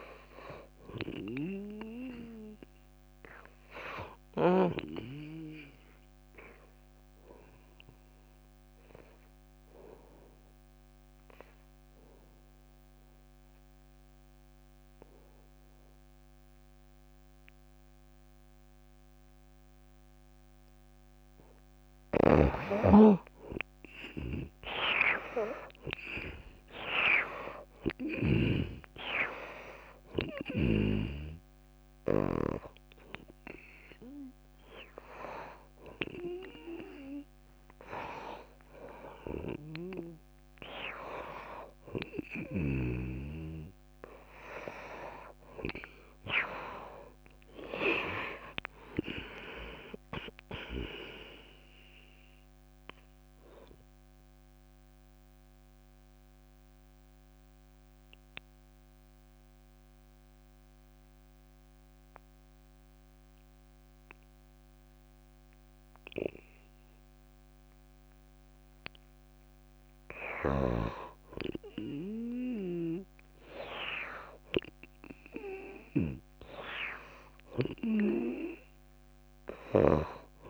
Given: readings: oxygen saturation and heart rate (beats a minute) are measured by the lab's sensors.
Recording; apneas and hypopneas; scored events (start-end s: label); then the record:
breathing in sleep by a microphone on the trachea; 2
0.00-5.00 s: snoring (device-marked)
0.00-7.00 s: oxygen desaturation (device-marked, oxygen 89% lowest)
8.00-21.50 s: obstructive apnea (oxygen 96% before, 82% lowest)
22.00-41.00 s: oxygen desaturation (device-marked, oxygen 97% before, 82% lowest)
22.50-29.00 s: snoring (device-marked)
24.00-28.00 s: arousal
47.50-51.00 s: arousal
52.50-70.00 s: mixed apnea (oxygen 96% before, 89% lowest)
71.00-80.50 s: snoring (device-marked)
72.00-76.00 s: arousal
74.00-80.50 s: oxygen desaturation (device-marked, oxygen 99% before, 91% lowest)
From the record:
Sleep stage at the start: N2 (light sleep); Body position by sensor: on the back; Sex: female